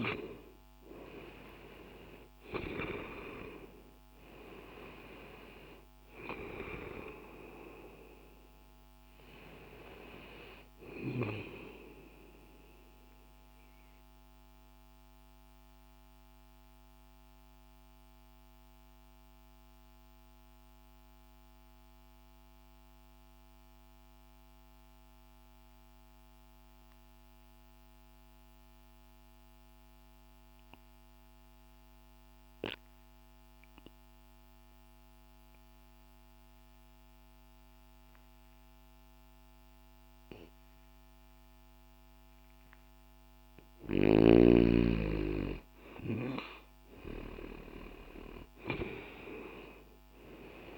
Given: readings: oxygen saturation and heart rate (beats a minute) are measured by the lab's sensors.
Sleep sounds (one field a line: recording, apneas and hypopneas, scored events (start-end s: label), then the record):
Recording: breathing in sleep by a microphone on the trachea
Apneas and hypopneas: 1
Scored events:
0.00-3.00 s: arousal
3.00-33.00 s: oxygen desaturation (device-marked, oxygen 94% before, 86% lowest, heart rate 60 before, 60 extreme)
13.00-43.50 s: obstructive apnea (oxygen 94% before, 86% lowest, heart rate 60 before, 60 extreme, up 0 after)
44.50-49.00 s: arousal
From the record:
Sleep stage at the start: N2 (light sleep)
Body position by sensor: on the left side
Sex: male